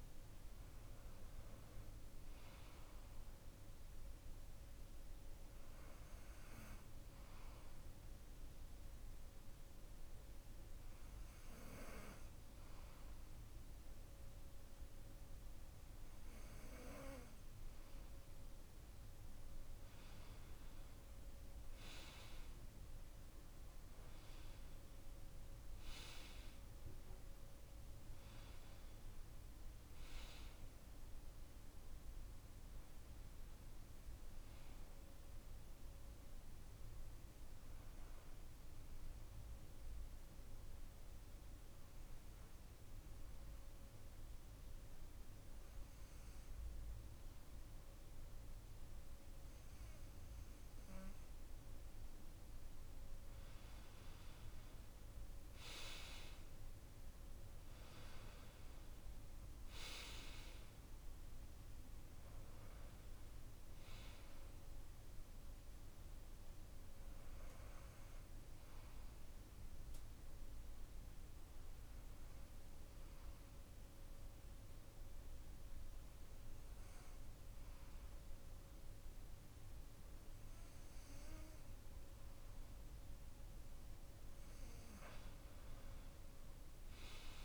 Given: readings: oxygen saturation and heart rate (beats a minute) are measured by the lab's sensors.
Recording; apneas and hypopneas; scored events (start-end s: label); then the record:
breathing in sleep by a room microphone; 3
4.50-17.00 s: hypopnea (oxygen 95% before, 91% lowest)
19.50-22.50 s: arousal
39.00-51.50 s: obstructive apnea (oxygen 95% before, 91% lowest)
53.50-57.00 s: arousal
58.00-78.00 s: oxygen desaturation (device-marked, oxygen 96% before, 91% lowest)
69.50-83.00 s: obstructive apnea (oxygen 96% before, 91% lowest)
84.50-87.45 s: arousal
From the record:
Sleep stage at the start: N2 (light sleep); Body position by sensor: on the back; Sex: male